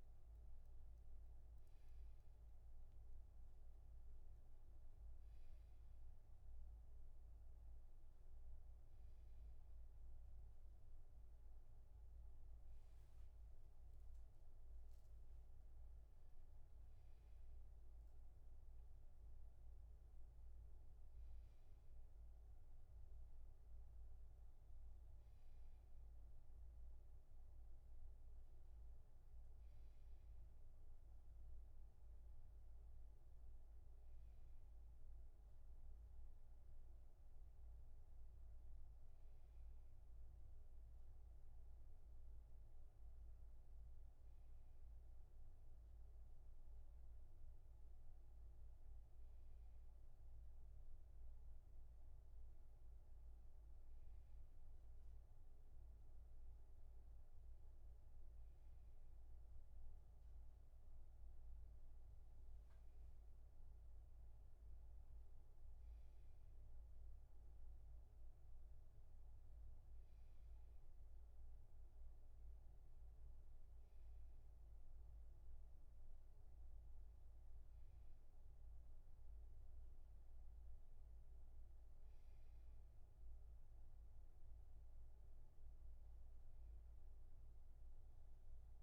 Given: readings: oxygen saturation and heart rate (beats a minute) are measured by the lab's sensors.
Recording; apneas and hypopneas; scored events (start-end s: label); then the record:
breathing in sleep, hard to hear, by a room microphone; none
none scored
From the record:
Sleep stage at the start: N1 (lightest sleep); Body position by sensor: on the back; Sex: male